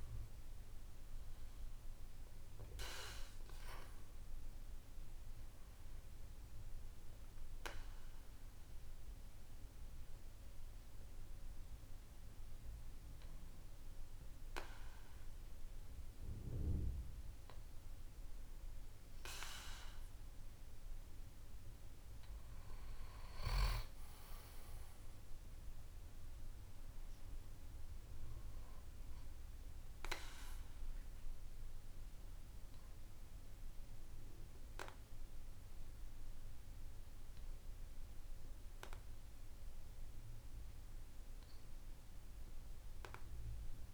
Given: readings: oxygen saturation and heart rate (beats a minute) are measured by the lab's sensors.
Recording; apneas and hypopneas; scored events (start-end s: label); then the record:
breathing in sleep by a room microphone; none
none scored
From the record:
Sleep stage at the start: N2 (light sleep); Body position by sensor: on the back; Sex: male